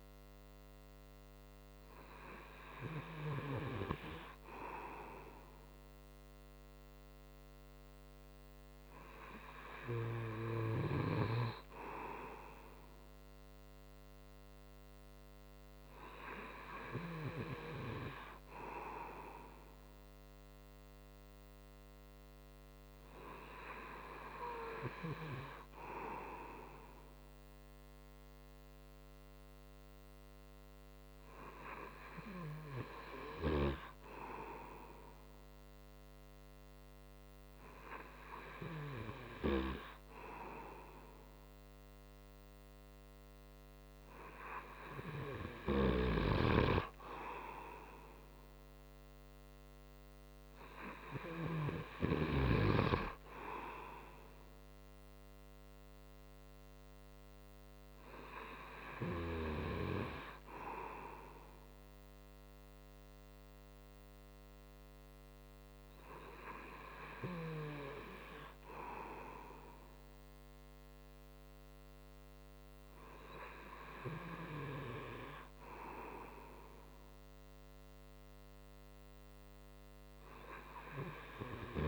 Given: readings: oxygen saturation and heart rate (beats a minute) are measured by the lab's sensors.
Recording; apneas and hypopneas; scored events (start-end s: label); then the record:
breathing in sleep by a microphone on the trachea; none
none scored
From the record:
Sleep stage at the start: N2 (light sleep); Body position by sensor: on the front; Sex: male